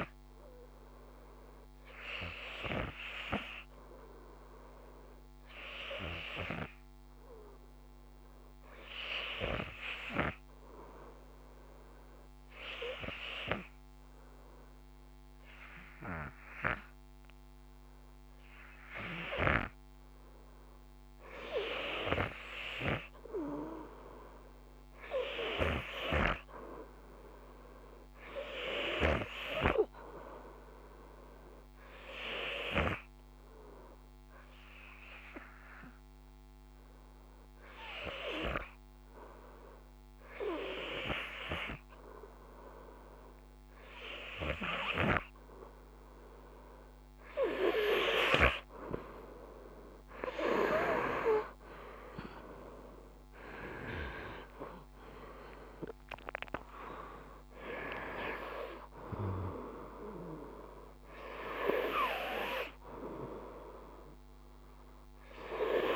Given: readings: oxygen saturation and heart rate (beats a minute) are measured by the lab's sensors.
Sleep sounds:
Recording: breathing in sleep by a microphone on the trachea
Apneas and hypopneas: 2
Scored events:
0.50-19.50 s: obstructive apnea (oxygen 96% before, 91% lowest, heart rate 53 before, 49 extreme, up 1 after)
5.00-20.00 s: oxygen desaturation (device-marked, oxygen 96% before, 93% lowest, heart rate 52 before, 49 extreme)
22.50-26.50 s: arousal
33.50-44.50 s: hypopnea (oxygen 96% before, 91% lowest, heart rate 50 before, 51 extreme, up 5 after)
36.00-65.96 s: new sleep stage, N2 (light sleep)
48.50-53.00 s: arousal
From the record:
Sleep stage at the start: REM sleep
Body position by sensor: on the front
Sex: male

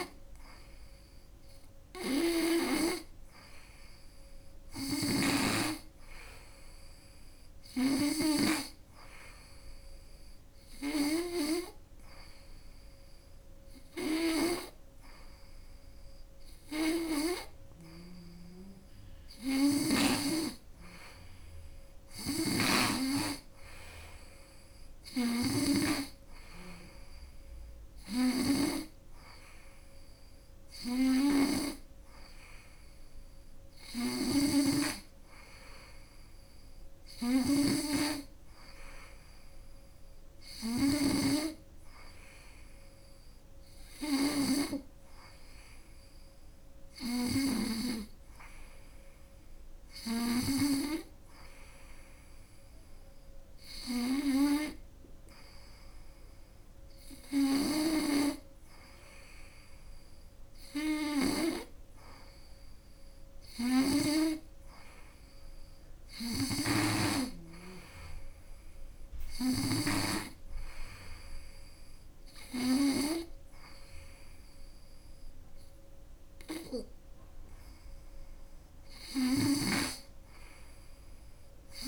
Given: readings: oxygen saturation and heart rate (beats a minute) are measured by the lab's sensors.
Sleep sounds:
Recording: breathing in sleep by a room microphone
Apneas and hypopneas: none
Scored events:
0.00-8.00 s: snoring (device-marked)
21.50-25.50 s: snoring (device-marked)
34.00-44.00 s: snoring (device-marked)
63.00-69.50 s: snoring (device-marked)
78.50-81.88 s: snoring (device-marked)
From the record:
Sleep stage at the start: N2 (light sleep)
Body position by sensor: on the right side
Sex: female

